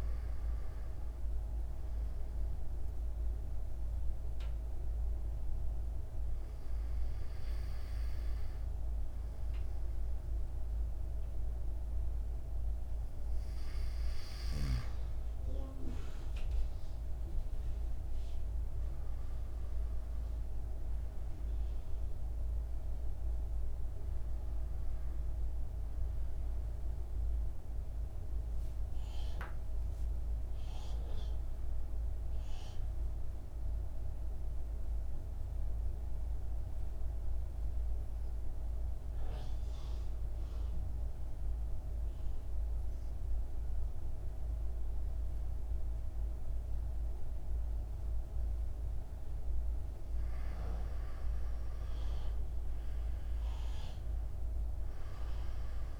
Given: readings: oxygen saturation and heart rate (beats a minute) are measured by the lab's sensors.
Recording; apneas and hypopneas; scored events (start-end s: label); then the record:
breathing in sleep, hard to hear, by a room microphone; 2
3.50-15.50 s: hypopnea (oxygen 97% before, 87% lowest, heart rate 58 before, 58 extreme, up 2 after)
18.00-21.50 s: arousal
34.00-49.50 s: central apnea (oxygen 96% before, 87% lowest, heart rate 61 before, 55 extreme, up 10 after)
51.00-54.00 s: arousal
52.50-56.00 s: oxygen desaturation (device-marked, oxygen 97% before, 87% lowest, heart rate 59 before, 55 extreme)
From the record:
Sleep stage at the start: N2 (light sleep); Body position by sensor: on the right side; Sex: male